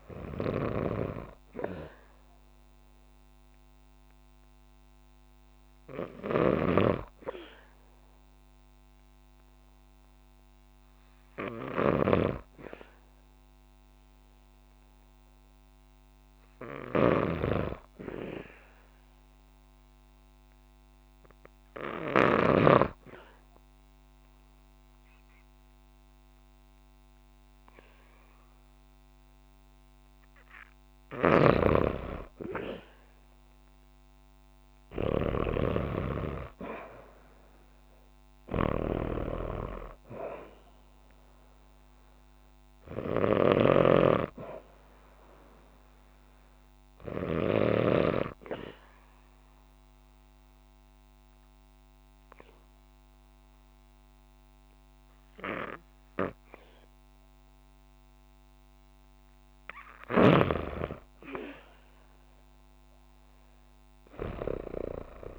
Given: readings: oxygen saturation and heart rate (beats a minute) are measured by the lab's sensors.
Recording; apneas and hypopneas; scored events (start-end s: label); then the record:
breathing in sleep by a microphone on the trachea; 2
0.00-22.00 s: snoring (device-marked)
18.50-29.50 s: obstructive apnea (oxygen 97% before, 92% lowest, heart rate 56 before, 57 extreme, up 4 after)
29.00-58.00 s: oxygen desaturation (device-marked, oxygen 97% before, 92% lowest, heart rate 56 before, 56 extreme)
30.50-47.00 s: snoring (device-marked)
32.50-36.00 s: arousal
42.00-65.39 s: new sleep stage, N2 (light sleep)
48.50-59.50 s: obstructive apnea (oxygen 97% before, 92% lowest, heart rate 60 before, 55 extreme, up 3 after)
62.00-65.39 s: arousal
From the record:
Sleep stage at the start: REM sleep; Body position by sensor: on the back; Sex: female